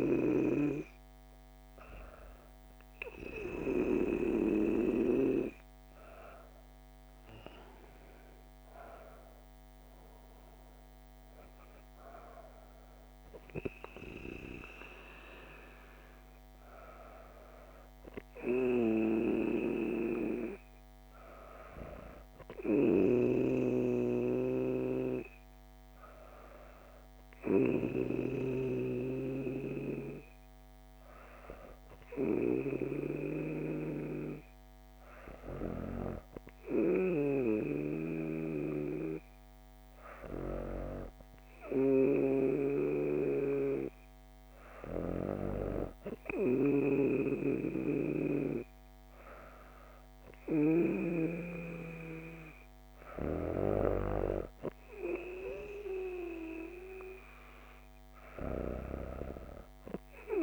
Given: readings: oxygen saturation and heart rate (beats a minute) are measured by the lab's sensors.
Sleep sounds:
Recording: breathing in sleep by a microphone on the trachea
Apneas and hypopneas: none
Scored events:
5.50-10.00 s: arousal
From the record:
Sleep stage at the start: N2 (light sleep)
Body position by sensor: on the back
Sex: female

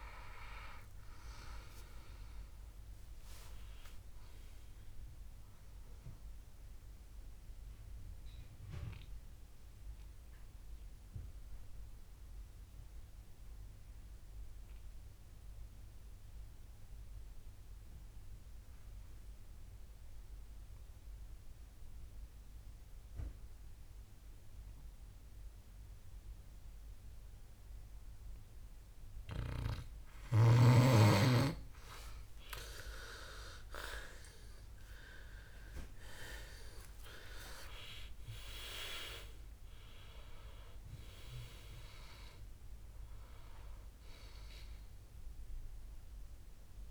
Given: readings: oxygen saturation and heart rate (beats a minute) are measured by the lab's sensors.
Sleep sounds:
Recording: breathing in sleep by a room microphone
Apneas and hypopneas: 1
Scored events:
0.00-18.00 s: oxygen desaturation (device-marked, oxygen 91% lowest, heart rate 59 extreme)
6.00-29.50 s: mixed apnea (oxygen 99% before, 91% lowest, heart rate 72 before, 59 extreme, up 14 after)
30.00-46.91 s: oxygen desaturation (device-marked, oxygen 99% before, 91% lowest, heart rate 61 before, 58 extreme)
32.00-35.00 s: arousal
From the record:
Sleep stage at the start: N2 (light sleep)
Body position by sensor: on the back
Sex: male

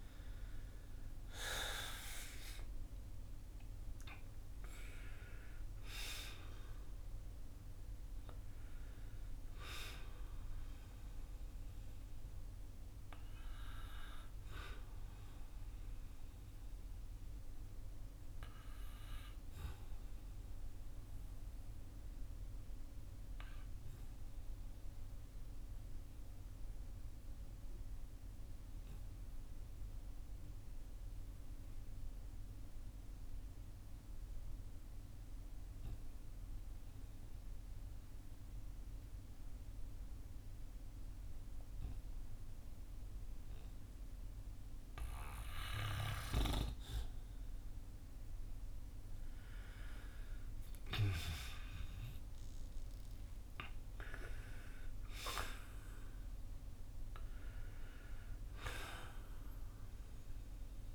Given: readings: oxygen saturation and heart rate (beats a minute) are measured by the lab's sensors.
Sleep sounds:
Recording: breathing in sleep by a room microphone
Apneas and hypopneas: 1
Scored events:
0.50-4.50 s: arousal
2.00-34.00 s: oxygen desaturation (device-marked, oxygen 97% before, 89% lowest, heart rate 54 before, 45 extreme)
19.50-49.50 s: obstructive apnea (oxygen 97% before, 89% lowest, heart rate 57 before, 45 extreme, up 10 after)
50.00-60.95 s: oxygen desaturation (device-marked, oxygen 97% before, 89% lowest, heart rate 52 before, 47 extreme)
50.50-54.00 s: arousal
From the record:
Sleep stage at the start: N2 (light sleep)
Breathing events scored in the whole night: 340 in 7.2 hours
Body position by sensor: on the back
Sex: male

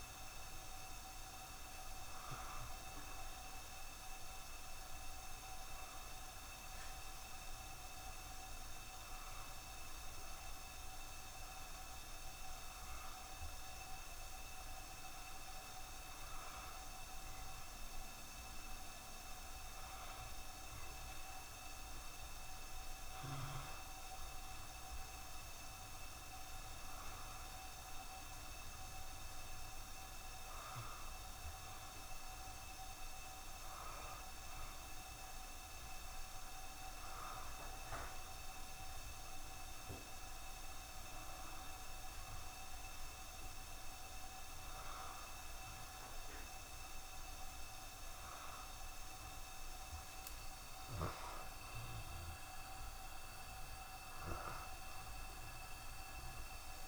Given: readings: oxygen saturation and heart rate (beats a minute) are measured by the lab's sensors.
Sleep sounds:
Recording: breathing in sleep, hard to hear, by a room microphone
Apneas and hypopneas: 1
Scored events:
37.00-48.50 s: obstructive apnea (oxygen 91% before, 90% lowest, heart rate 68 before, 67 extreme, up 22 after)
51.00-55.50 s: arousal
51.50-53.50 s: long interval between heartbeats (device-marked, heart rate 68 before, 87 extreme)
From the record:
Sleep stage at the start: N1 (lightest sleep)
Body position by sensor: on the back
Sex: male

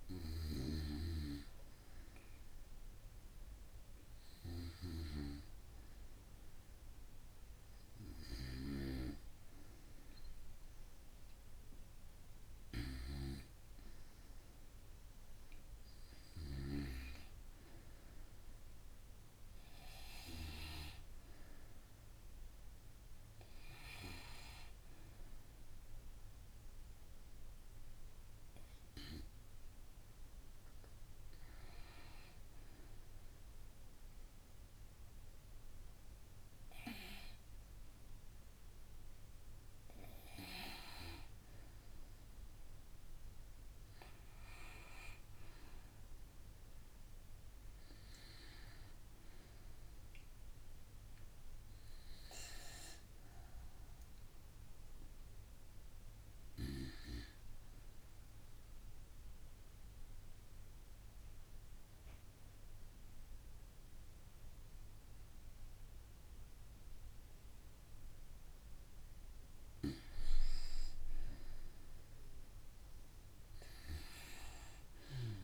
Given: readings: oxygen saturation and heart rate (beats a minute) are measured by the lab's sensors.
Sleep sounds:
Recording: breathing in sleep by a room microphone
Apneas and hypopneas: 1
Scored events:
0.00-19.00 s: oxygen desaturation (device-marked, oxygen 93% lowest, heart rate 54 extreme)
49.50-53.00 s: arousal
58.00-69.00 s: obstructive apnea (oxygen 93% before, 90% lowest, heart rate 56 before, 53 extreme, up 2 after)
71.00-73.50 s: arousal
From the record:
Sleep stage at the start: N2 (light sleep)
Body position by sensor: on the back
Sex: female

